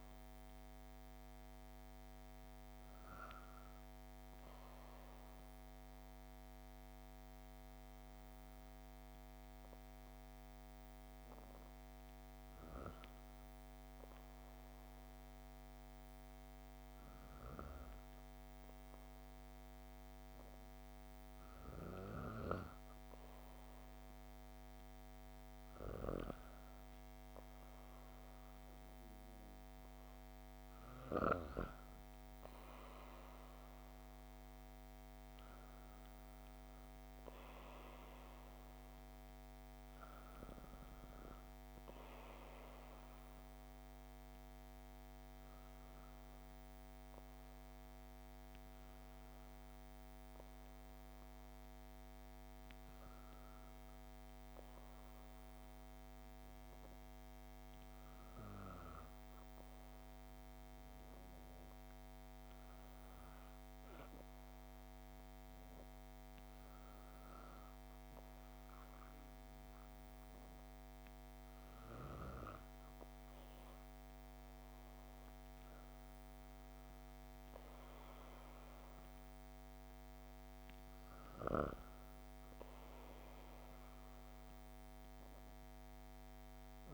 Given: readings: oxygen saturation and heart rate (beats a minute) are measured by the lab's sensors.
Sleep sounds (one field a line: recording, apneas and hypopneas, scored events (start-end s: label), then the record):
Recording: breathing in sleep, hard to hear, by a microphone on the trachea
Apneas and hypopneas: 2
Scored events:
3.00-22.00 s: hypopnea (oxygen 98% before, 95% lowest, heart rate 111 before, 70 extreme, up 4 after)
23.50-27.50 s: arousal
45.50-69.00 s: hypopnea (oxygen 97% before, 95% lowest, heart rate 81 before, 49 extreme, up 43 after)
72.00-77.00 s: arousal
From the record:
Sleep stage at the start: N2 (light sleep)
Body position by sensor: on the back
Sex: female